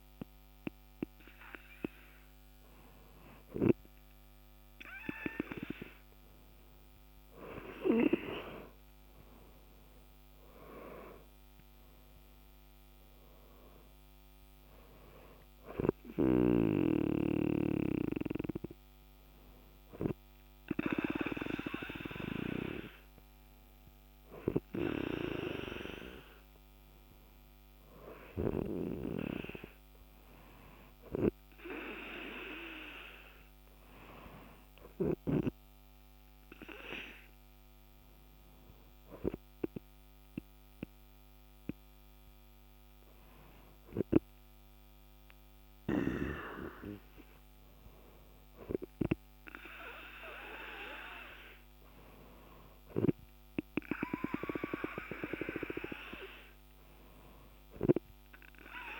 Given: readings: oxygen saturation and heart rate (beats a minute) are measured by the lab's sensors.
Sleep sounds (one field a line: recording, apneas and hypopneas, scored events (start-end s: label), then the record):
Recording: breathing in sleep by a microphone on the trachea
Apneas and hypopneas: none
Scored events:
10.00-14.50 s: arousal
From the record:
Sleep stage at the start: N2 (light sleep)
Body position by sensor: on the back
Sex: male